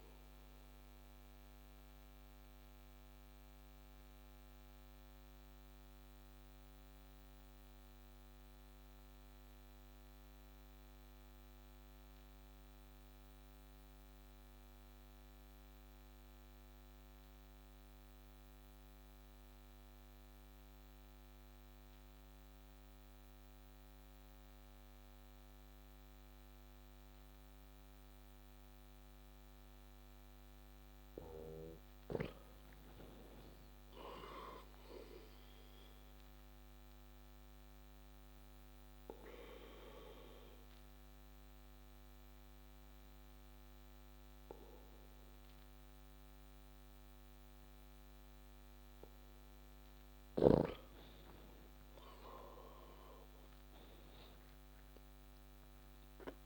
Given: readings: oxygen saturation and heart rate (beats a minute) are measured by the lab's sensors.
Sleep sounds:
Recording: breathing in sleep by a microphone on the trachea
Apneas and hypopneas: 2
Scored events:
2.50-29.50 s: obstructive apnea (oxygen 96% before, 92% lowest)
31.00-32.50 s: arousal
36.00-49.00 s: obstructive apnea (oxygen 97% before, 92% lowest, heart rate 32 before, 26 extreme, up 4 after)
51.50-54.50 s: arousal
From the record:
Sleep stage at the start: N2 (light sleep)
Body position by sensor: on the back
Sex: male

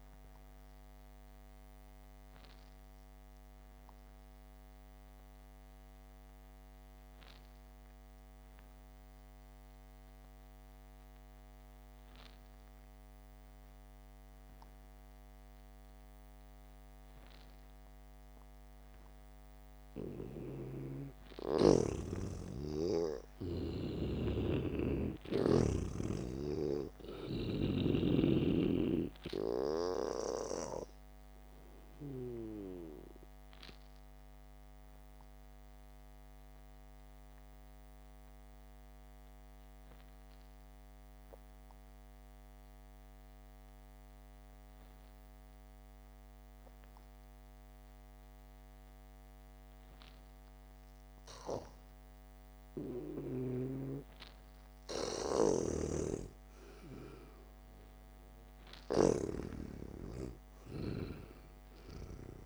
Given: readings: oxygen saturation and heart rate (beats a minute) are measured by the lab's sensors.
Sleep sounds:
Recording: breathing in sleep by a microphone on the trachea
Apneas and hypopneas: 2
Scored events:
0.00-9.50 s: oxygen desaturation (device-marked, oxygen 91% lowest, heart rate 51 extreme)
2.50-19.00 s: obstructive apnea (oxygen 98% before, 88% lowest, heart rate 61 before, 51 extreme, up 0 after)
15.50-22.50 s: oxygen desaturation (device-marked, oxygen 93% before, 88% lowest, heart rate 59 before, 51 extreme)
22.00-26.00 s: snoring (device-marked)
23.00-27.00 s: arousal
33.50-54.50 s: obstructive apnea (oxygen 95% before, 89% lowest, heart rate 57 before, 52 extreme)
44.50-51.50 s: oxygen desaturation (device-marked, oxygen 93% before, 89% lowest, heart rate 58 before, 52 extreme)
56.00-62.46 s: snoring (device-marked)
58.00-62.46 s: arousal
From the record:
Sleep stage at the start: N2 (light sleep)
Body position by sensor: on the back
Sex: male

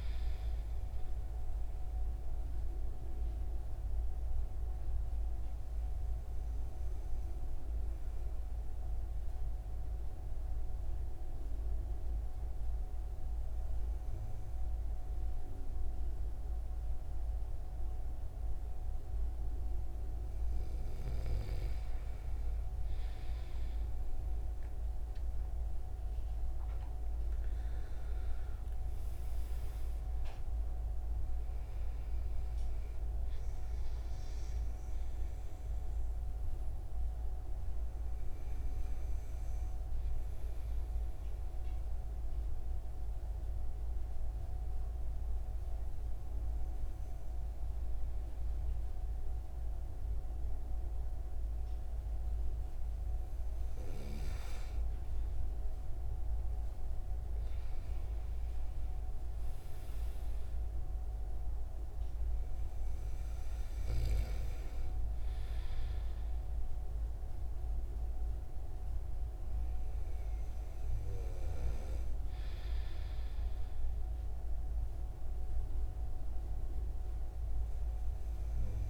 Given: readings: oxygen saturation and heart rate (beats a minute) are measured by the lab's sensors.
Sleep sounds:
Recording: breathing in sleep, hard to hear, by a room microphone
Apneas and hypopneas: 2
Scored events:
0.00-5.00 s: oxygen desaturation (device-marked, oxygen 92% lowest)
1.50-18.50 s: hypopnea (oxygen 96% before, 93% lowest)
23.50-29.00 s: arousal
37.50-54.00 s: hypopnea (oxygen 96% before, 93% lowest)
55.50-60.00 s: arousal
From the record:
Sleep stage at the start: N2 (light sleep)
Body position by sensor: on the right side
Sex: male

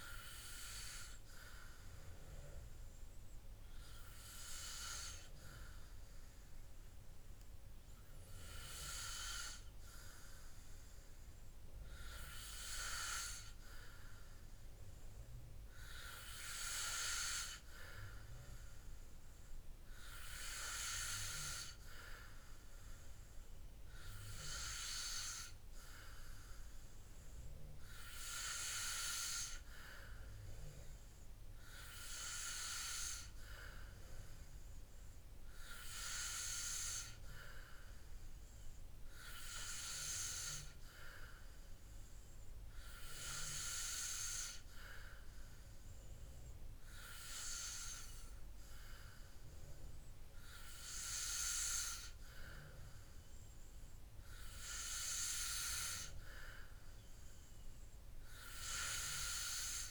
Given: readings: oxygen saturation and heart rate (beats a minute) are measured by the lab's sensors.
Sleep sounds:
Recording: breathing in sleep by a room microphone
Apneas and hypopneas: none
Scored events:
none scored
From the record:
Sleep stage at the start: N3 (deep sleep)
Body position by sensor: on the back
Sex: male

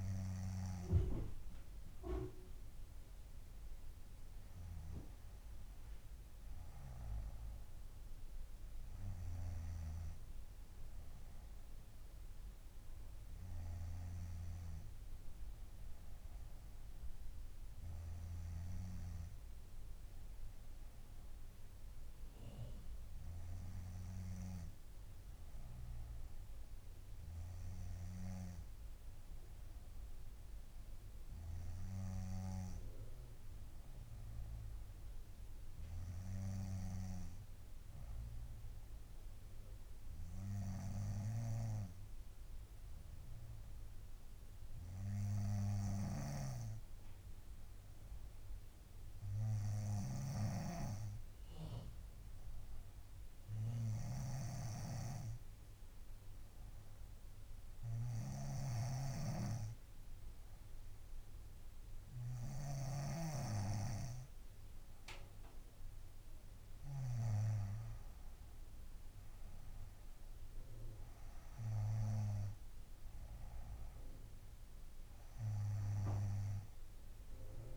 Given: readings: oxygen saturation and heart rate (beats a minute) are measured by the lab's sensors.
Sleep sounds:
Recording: breathing in sleep by a room microphone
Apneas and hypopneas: 1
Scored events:
3.00-6.50 s: arousal
29.00-62.00 s: hypopnea (oxygen 97% before, 94% lowest, heart rate 64 before, 61 extreme, up 5 after)
46.50-63.50 s: snoring (device-marked)
66.50-70.50 s: arousal
From the record:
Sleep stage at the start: N2 (light sleep)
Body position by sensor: on the front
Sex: female

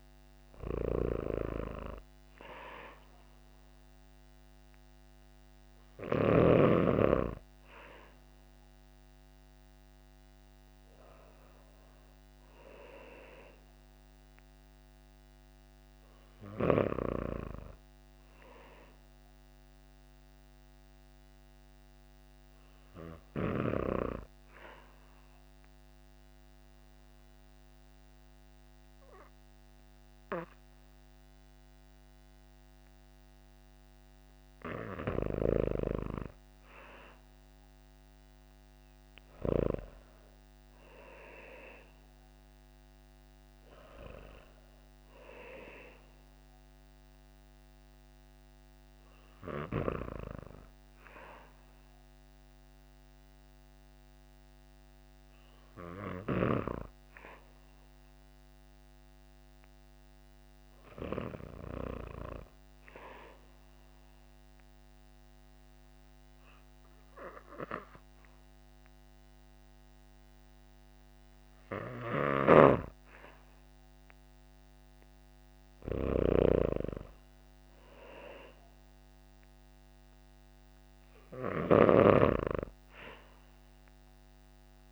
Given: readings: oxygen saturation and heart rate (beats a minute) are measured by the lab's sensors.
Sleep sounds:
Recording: breathing in sleep by a microphone on the trachea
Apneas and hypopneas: 2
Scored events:
0.00-6.00 s: snoring (device-marked)
16.50-20.00 s: arousal
24.00-34.50 s: obstructive apnea (oxygen 98% before, 95% lowest, heart rate 60 before, 55 extreme, up 3 after)
36.00-40.50 s: arousal
62.00-72.50 s: obstructive apnea (oxygen 97% before, 93% lowest, heart rate 58 before, 57 extreme, up 7 after)
71.50-84.92 s: snoring (device-marked)
75.50-80.00 s: arousal
From the record:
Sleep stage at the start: REM sleep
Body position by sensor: on the back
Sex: female

